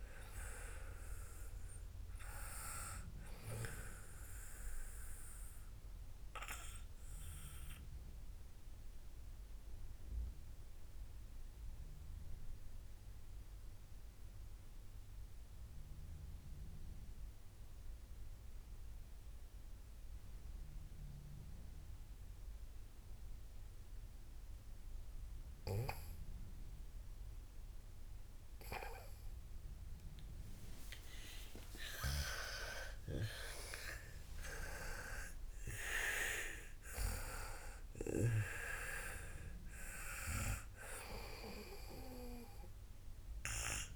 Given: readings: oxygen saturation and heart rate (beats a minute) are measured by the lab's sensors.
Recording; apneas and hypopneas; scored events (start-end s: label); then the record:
breathing in sleep by a room microphone; 1
0.00-18.50 s: oxygen desaturation (device-marked, oxygen 90% lowest, heart rate 53 extreme)
7.50-29.50 s: mixed apnea (oxygen 98% before, 90% lowest, heart rate 85 before, 53 extreme, up 54 after)
31.50-35.00 s: arousal
33.50-43.96 s: oxygen desaturation (device-marked, oxygen 98% before, 92% lowest, heart rate 59 before, 53 extreme)
From the record:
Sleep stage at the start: N2 (light sleep); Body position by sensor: on the back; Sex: female